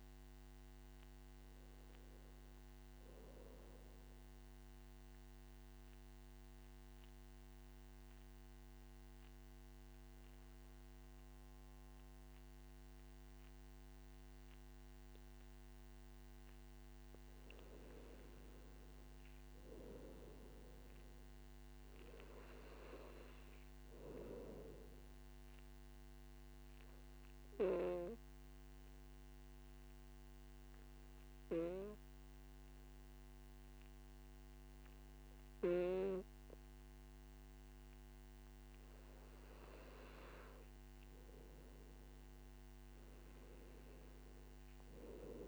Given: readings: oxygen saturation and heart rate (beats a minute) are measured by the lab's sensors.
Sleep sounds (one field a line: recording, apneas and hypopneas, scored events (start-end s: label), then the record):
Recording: breathing in sleep by a microphone on the trachea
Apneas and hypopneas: 2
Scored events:
5.00-18.50 s: mixed apnea (oxygen 93% before, 94% lowest, heart rate 73 before, 52 extreme, up 11 after)
20.00-24.00 s: arousal
24.50-40.50 s: oxygen desaturation (device-marked, oxygen 100% before, 95% lowest, heart rate 60 before, 55 extreme)
28.00-40.50 s: obstructive apnea (oxygen 100% before, 93% lowest, heart rate 59 before, 56 extreme, up 7 after)
42.00-45.48 s: arousal
From the record:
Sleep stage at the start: N2 (light sleep)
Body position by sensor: on the back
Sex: male